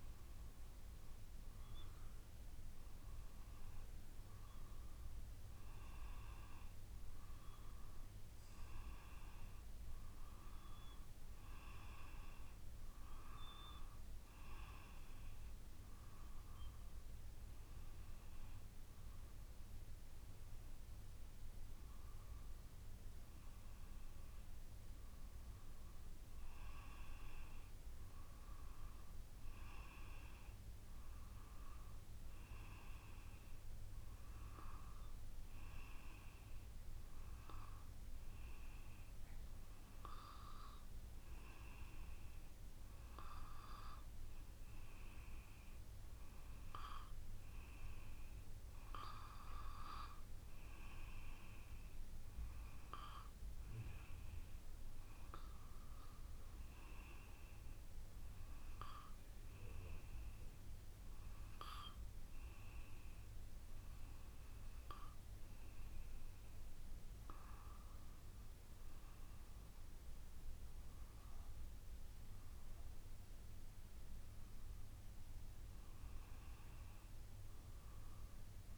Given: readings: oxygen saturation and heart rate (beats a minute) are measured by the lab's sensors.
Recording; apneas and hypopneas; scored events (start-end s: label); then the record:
breathing in sleep by a room microphone; none
none scored
From the record:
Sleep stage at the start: N2 (light sleep); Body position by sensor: on the back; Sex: female